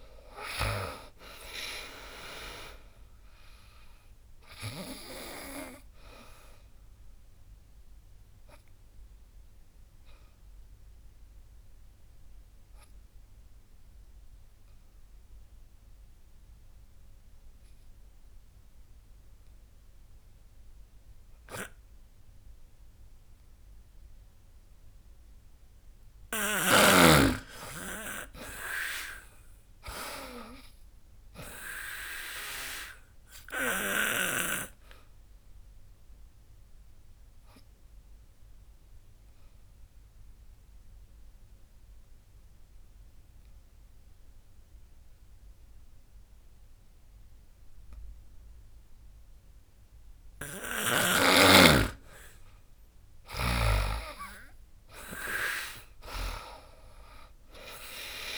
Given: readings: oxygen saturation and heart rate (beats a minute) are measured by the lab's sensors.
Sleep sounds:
breathing in sleep by a room microphone; 2
0.00-2.50 s: arousal
0.00-10.50 s: oxygen desaturation (device-marked, oxygen 90% lowest, heart rate 67 extreme)
0.00-11.50 s: drop in pulse transit time (device-marked, heart rate 69 extreme)
6.00-23.50 s: obstructive apnea (oxygen 98% before, 90% lowest, heart rate 80 before, 67 extreme, up 15 after)
25.00-28.00 s: arousal
27.50-39.50 s: drop in pulse transit time (device-marked, heart rate 76 before, 72 extreme)
31.50-41.50 s: oxygen desaturation (device-marked, oxygen 99% before, 93% lowest, heart rate 78 before, 68 extreme)
33.00-50.00 s: obstructive apnea (oxygen 99% before, 92% lowest, heart rate 79 before, 67 extreme, up 19 after)
52.00-56.00 s: arousal
52.50-56.00 s: snoring (device-marked)
53.50-58.38 s: drop in pulse transit time (device-marked, heart rate 74 before, 74 extreme)
From the record:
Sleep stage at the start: N2 (light sleep); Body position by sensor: on the back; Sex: female

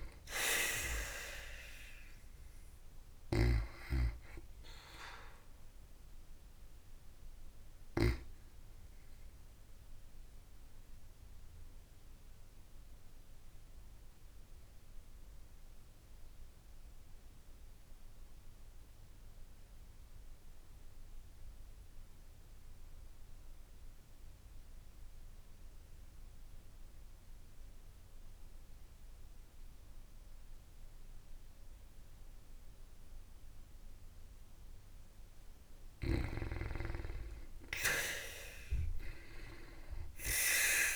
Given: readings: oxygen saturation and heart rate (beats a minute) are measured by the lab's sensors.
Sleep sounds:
breathing in sleep by a room microphone; 1
0.00-1.00 s: oxygen desaturation (device-marked, oxygen 87% lowest, heart rate 51 extreme)
10.00-34.00 s: obstructive apnea (oxygen 96% before, 87% lowest, heart rate 59 before, 53 extreme, up 22 after)
34.00-40.96 s: oxygen desaturation (device-marked, oxygen 95% before, 87% lowest, heart rate 54 before, 52 extreme)
37.00-39.50 s: arousal
From the record:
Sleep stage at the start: N2 (light sleep); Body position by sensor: on the back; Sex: female

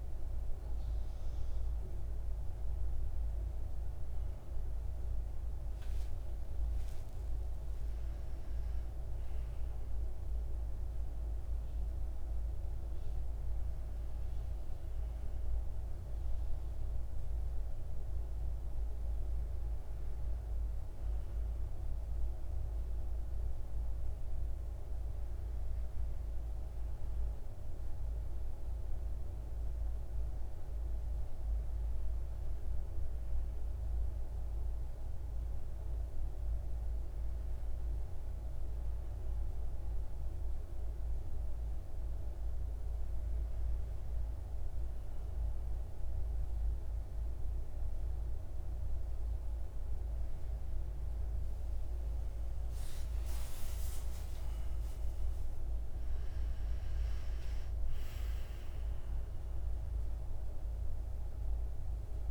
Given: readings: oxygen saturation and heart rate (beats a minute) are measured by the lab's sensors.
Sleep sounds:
breathing in sleep, hard to hear, by a room microphone; none
6.00-10.00 s: arousal
51.50-55.50 s: arousal
From the record:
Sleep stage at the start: N1 (lightest sleep); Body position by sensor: on the back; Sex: male

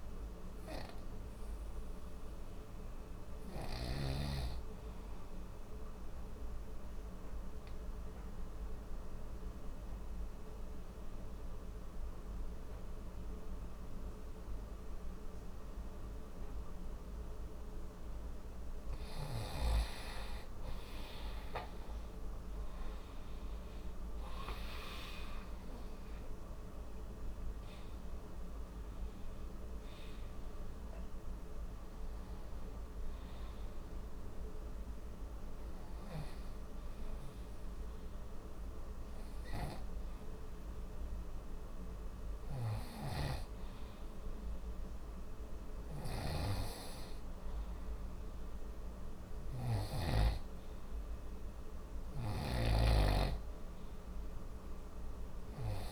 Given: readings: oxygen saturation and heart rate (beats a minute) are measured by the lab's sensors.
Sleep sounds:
breathing in sleep by a room microphone; 2
0.00-13.50 s: oxygen desaturation (device-marked, oxygen 90% lowest, heart rate 43 extreme)
4.50-18.00 s: obstructive apnea (oxygen 96% before, 90% lowest, heart rate 54 before, 44 extreme, up 2 after)
22.00-27.00 s: arousal
24.50-39.50 s: oxygen desaturation (device-marked, oxygen 96% before, 90% lowest, heart rate 52 before, 55 extreme)
34.50-45.00 s: hypopnea (oxygen 96% before, 90% lowest, heart rate 52 before, 59 extreme, up 2 after)
43.00-50.00 s: snoring (device-marked)
47.50-52.00 s: arousal
52.00-55.92 s: snoring (device-marked)
From the record:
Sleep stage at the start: N2 (light sleep); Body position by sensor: on the right side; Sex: male

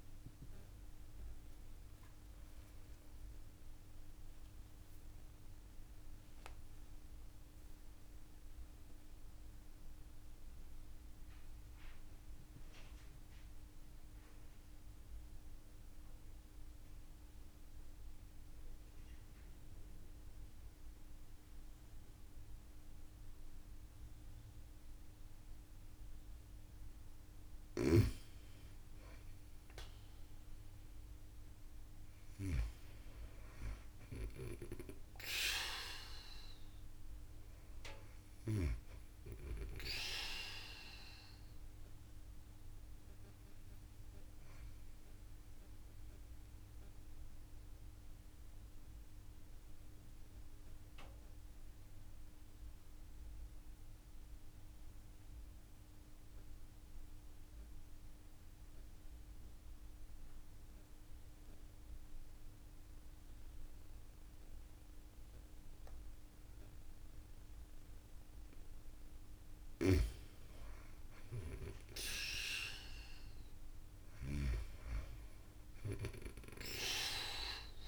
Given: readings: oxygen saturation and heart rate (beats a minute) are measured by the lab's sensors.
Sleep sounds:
breathing in sleep by a room microphone; 2
0.00-7.50 s: oxygen desaturation (device-marked, oxygen 91% lowest)
3.00-5.00 s: long interval between heartbeats (device-marked)
3.00-26.00 s: mixed apnea (oxygen 97% before, 91% lowest)
28.50-34.00 s: arousal
34.50-59.50 s: oxygen desaturation (device-marked, oxygen 97% before, 92% lowest)
47.50-66.50 s: mixed apnea (oxygen 97% before, 92% lowest)
70.00-74.50 s: arousal
75.50-77.87 s: oxygen desaturation (device-marked, oxygen 96% before, 92% lowest)
From the record:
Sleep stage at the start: N2 (light sleep); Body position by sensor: on the back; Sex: female

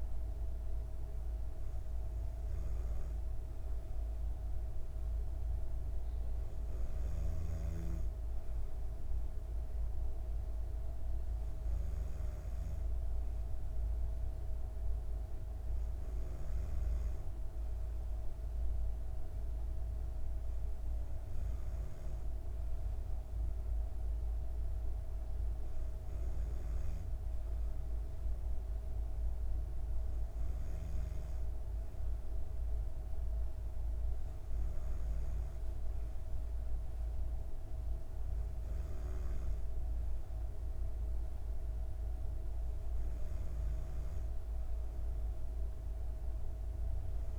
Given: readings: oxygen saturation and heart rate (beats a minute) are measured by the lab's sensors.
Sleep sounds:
breathing in sleep, hard to hear, by a room microphone; none
none scored
From the record:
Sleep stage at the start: N2 (light sleep); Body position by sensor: on the back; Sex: female

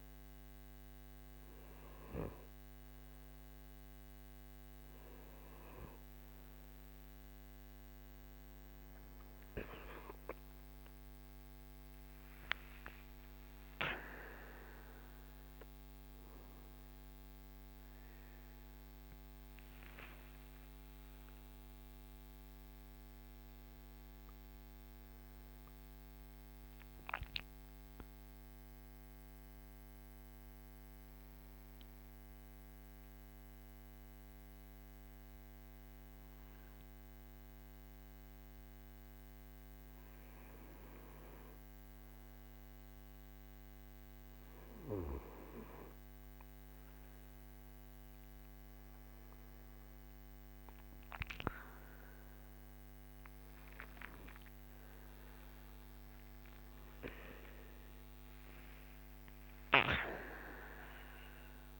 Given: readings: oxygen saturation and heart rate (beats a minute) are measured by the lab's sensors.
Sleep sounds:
breathing in sleep by a microphone on the trachea; none
9.00-11.00 s: long interval between heartbeats (device-marked, heart rate 57 before, 68 extreme)
13.00-15.00 s: long interval between heartbeats (device-marked, heart rate 60 before, 91 extreme)
15.50-20.50 s: arousal
19.50-21.50 s: long interval between heartbeats (device-marked, heart rate 71 before, 80 extreme)
53.50-57.50 s: tachycardia (device-marked, heart rate 60 before, 101 extreme)
54.00-59.00 s: arousal
55.00-57.00 s: long interval between heartbeats (device-marked, heart rate 58 before, 90 extreme)
57.00-59.00 s: long interval between heartbeats (device-marked, heart rate 61 before, 101 extreme)
From the record:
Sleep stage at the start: N2 (light sleep); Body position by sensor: on the right side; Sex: male

